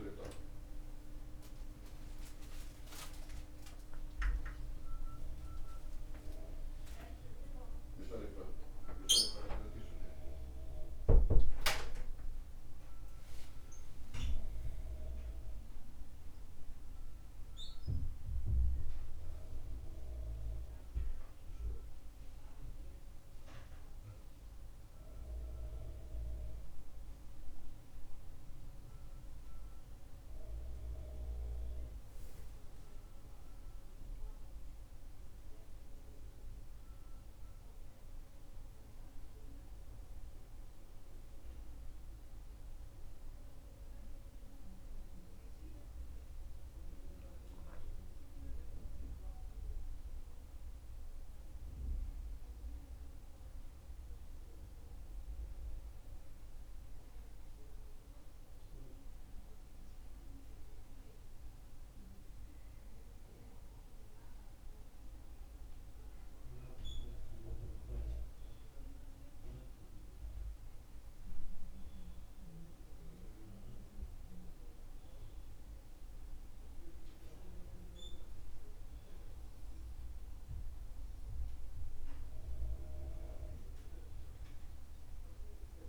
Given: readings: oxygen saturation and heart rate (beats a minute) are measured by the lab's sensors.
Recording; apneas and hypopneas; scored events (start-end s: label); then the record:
a person partly awake in a sleep study, by a room microphone; none
30.50-85.89 s: new sleep stage, N1 (lightest sleep)
From the record:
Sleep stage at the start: awake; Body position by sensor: on the back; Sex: male